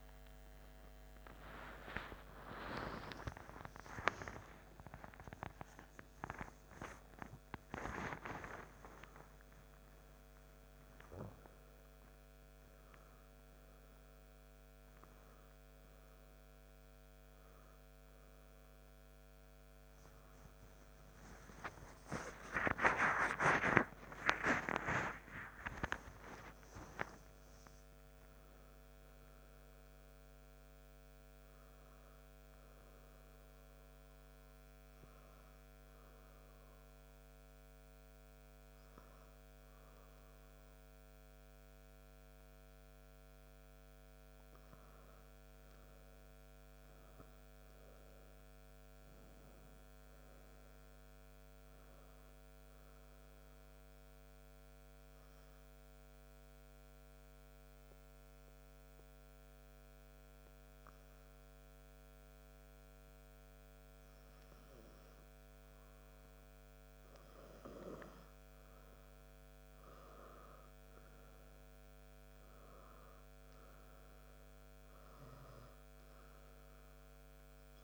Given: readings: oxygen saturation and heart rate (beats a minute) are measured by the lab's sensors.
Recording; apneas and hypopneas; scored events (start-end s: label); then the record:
a person awake in a sleep study, by a microphone on the trachea; 1
41.00-71.00 s: new sleep stage, N1 (lightest sleep)
53.50-64.50 s: hypopnea (oxygen 100% before, 96% lowest, heart rate 89 before, 81 extreme, up 0 after)
68.00-72.50 s: arousal
71.00-77.84 s: new sleep stage, N2 (light sleep)
From the record:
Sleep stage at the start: awake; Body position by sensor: on the back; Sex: male